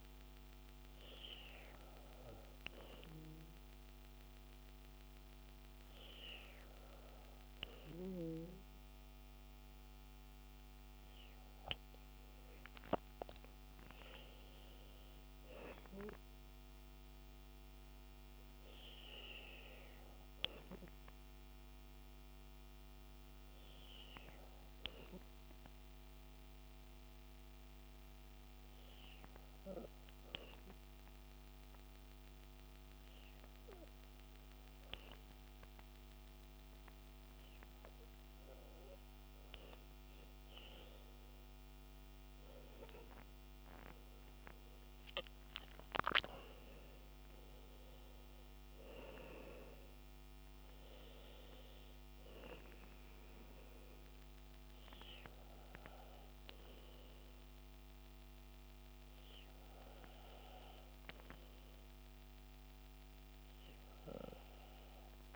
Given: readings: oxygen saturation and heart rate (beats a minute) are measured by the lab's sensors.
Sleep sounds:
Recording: breathing in sleep by a microphone on the trachea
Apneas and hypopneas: 1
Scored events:
15.50-19.50 s: arousal
23.00-39.00 s: obstructive apnea (oxygen 98% before, 96% lowest, heart rate 64 before, 58 extreme, up 16 after)
41.50-45.50 s: arousal
From the record:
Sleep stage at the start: N2 (light sleep)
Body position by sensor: on the back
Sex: male

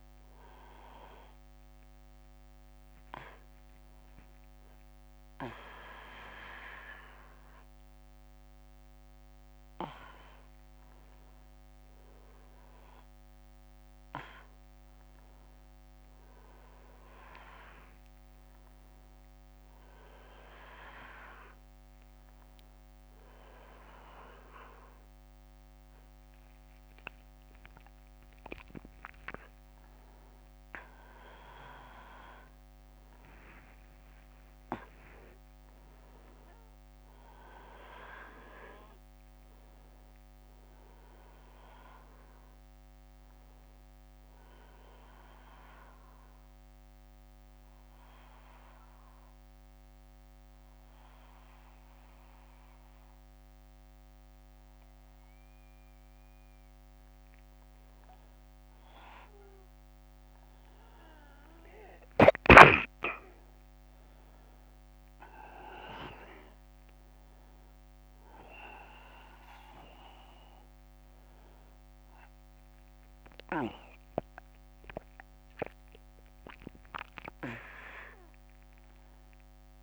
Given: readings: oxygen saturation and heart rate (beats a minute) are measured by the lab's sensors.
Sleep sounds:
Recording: breathing in sleep by a microphone on the trachea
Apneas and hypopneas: 1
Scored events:
0.00-11.50 s: oxygen desaturation (device-marked, oxygen 94% lowest, heart rate 66 extreme)
14.00-18.50 s: arousal
45.00-57.00 s: obstructive apnea (oxygen 97% before, 93% lowest, heart rate 72 before, 58 extreme, up 6 after)
59.50-64.00 s: arousal
64.50-79.83 s: oxygen desaturation (device-marked, oxygen 97% before, 93% lowest, heart rate 62 before, 59 extreme)
From the record:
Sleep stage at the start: N1 (lightest sleep)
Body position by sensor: on the back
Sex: male

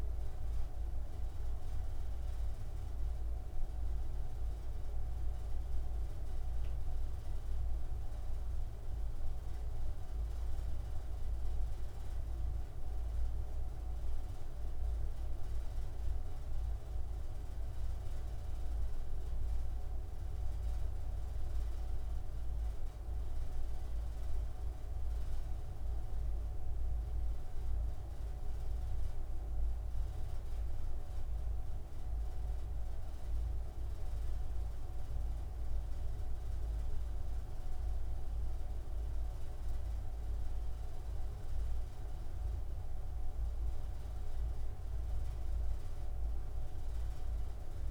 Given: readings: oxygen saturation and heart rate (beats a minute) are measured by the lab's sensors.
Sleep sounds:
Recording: breathing in sleep, hard to hear, by a room microphone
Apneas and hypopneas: none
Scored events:
45.00-47.91 s: arousal
From the record:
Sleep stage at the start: N2 (light sleep)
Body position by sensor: on the front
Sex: male

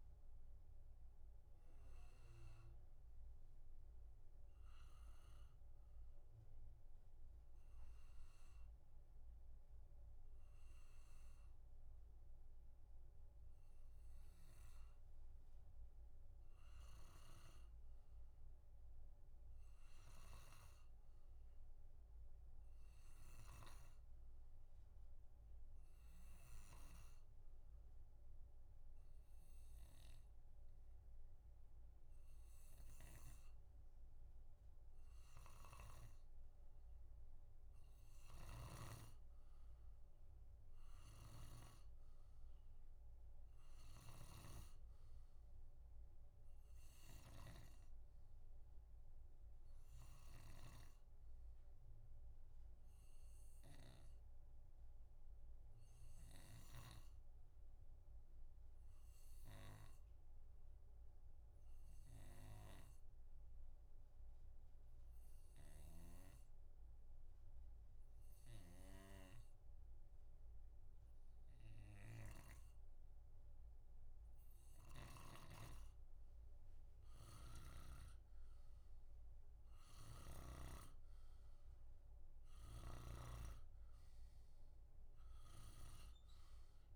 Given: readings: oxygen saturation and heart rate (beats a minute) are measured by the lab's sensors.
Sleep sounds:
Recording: breathing in sleep by a room microphone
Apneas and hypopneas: none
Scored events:
41.00-75.50 s: snoring (device-marked)
82.50-86.00 s: snoring (device-marked)
From the record:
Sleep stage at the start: N2 (light sleep)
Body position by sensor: on the back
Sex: male

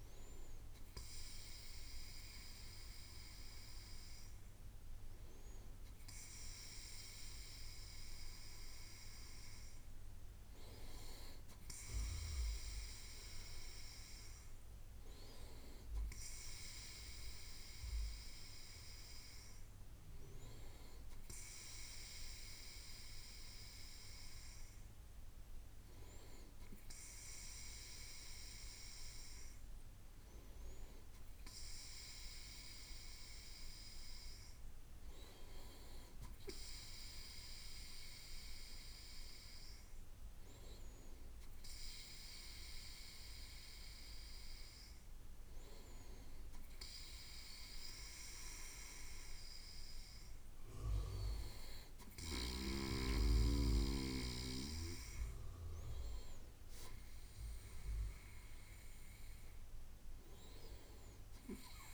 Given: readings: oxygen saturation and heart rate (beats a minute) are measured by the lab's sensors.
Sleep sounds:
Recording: breathing in sleep by a room microphone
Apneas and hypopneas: none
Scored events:
none scored
From the record:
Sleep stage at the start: N2 (light sleep)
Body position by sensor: on the right side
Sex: male

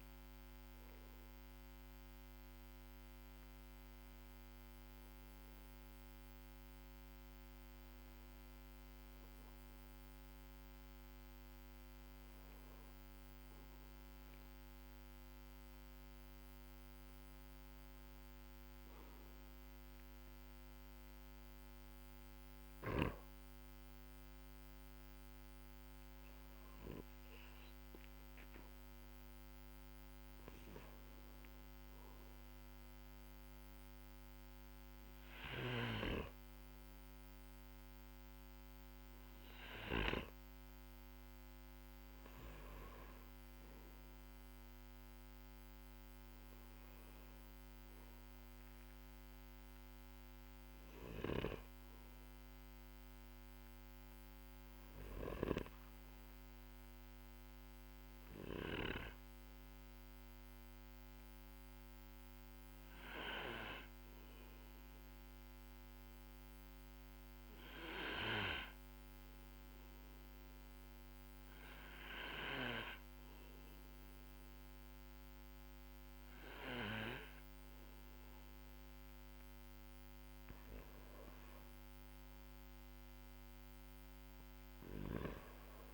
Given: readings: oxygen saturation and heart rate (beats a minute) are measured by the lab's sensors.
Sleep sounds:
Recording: breathing in sleep by a microphone on the trachea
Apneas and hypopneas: 2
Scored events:
30.50-41.50 s: hypopnea (oxygen 99% before, 95% lowest, heart rate 53 before, 50 extreme, up 8 after)
44.00-48.50 s: arousal
56.00-85.94 s: new sleep stage, N2 (light sleep)
63.00-79.50 s: obstructive apnea (oxygen 97% before, 95% lowest, heart rate 54 before, 45 extreme, up 18 after)
82.00-85.94 s: arousal
From the record:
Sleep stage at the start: N1 (lightest sleep)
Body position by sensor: on the back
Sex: male

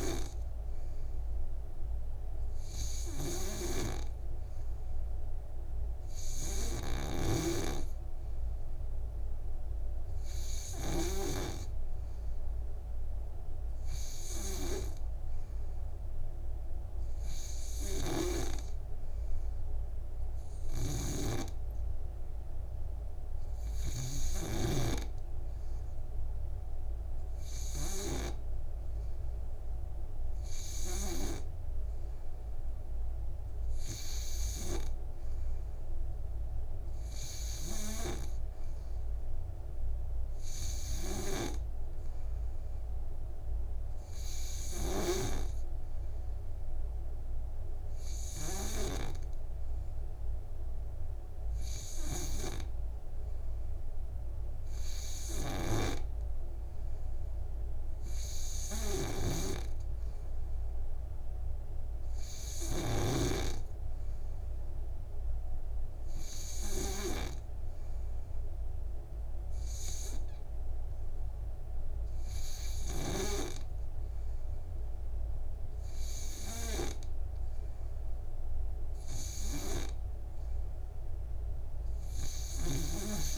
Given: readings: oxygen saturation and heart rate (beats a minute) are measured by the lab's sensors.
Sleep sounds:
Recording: breathing in sleep by a room microphone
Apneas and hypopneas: none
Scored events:
3.50-11.50 s: snoring (device-marked)
21.00-25.00 s: snoring (device-marked)
59.50-63.50 s: snoring (device-marked)
From the record:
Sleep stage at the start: N3 (deep sleep)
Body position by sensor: on the back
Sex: male

